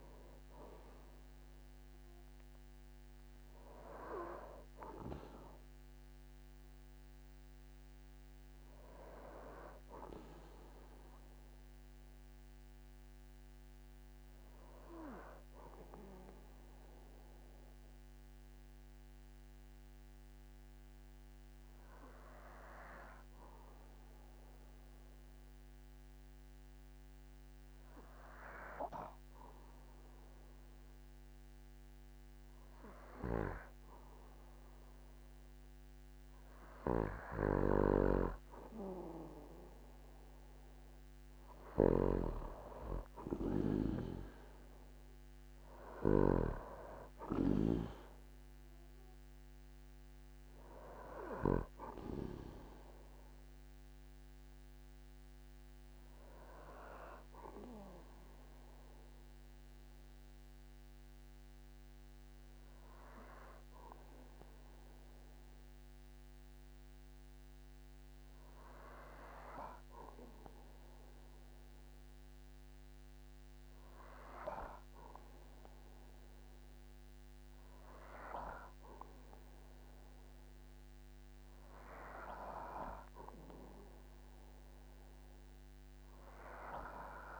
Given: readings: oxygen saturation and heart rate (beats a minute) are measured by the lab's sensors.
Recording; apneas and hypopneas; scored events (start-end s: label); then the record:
breathing in sleep by a microphone on the trachea; 1
0.00-1.50 s: arousal
17.50-34.50 s: obstructive apnea (oxygen 95% before, 94% lowest, heart rate 62 before, 45 extreme, up 10 after)
41.00-65.00 s: oxygen desaturation (device-marked, oxygen 98% before, 94% lowest, heart rate 50 before, 44 extreme)
47.00-87.40 s: new sleep stage, N3 (deep sleep)
82.00-87.40 s: oxygen desaturation (device-marked, oxygen 97% before, 93% lowest, heart rate 47 before, 48 extreme)
From the record:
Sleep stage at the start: N2 (light sleep); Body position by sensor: on the back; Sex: male